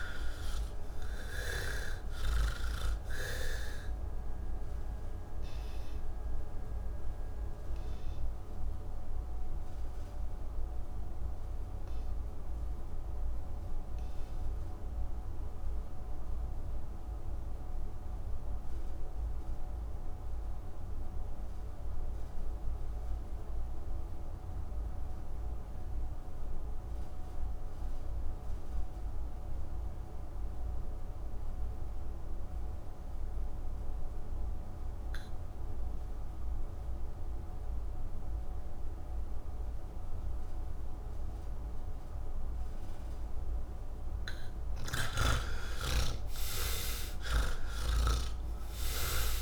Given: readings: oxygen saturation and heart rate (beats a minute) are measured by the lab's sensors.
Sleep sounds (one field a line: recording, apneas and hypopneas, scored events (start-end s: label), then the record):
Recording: breathing in sleep by a room microphone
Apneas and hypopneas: 1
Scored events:
0.00-22.50 s: oxygen desaturation (device-marked, oxygen 66% lowest, heart rate 57 extreme)
5.00-43.50 s: mixed apnea (oxygen 88% before, 66% lowest, heart rate 119 before, 67 extreme, up 27 after)
24.50-49.42 s: new sleep stage, N1 (lightest sleep)
24.50-49.42 s: oxygen desaturation (device-marked, oxygen 97% before, 68% lowest, heart rate 88 before, 78 extreme)
From the record:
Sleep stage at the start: N3 (deep sleep)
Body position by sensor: on the back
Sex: male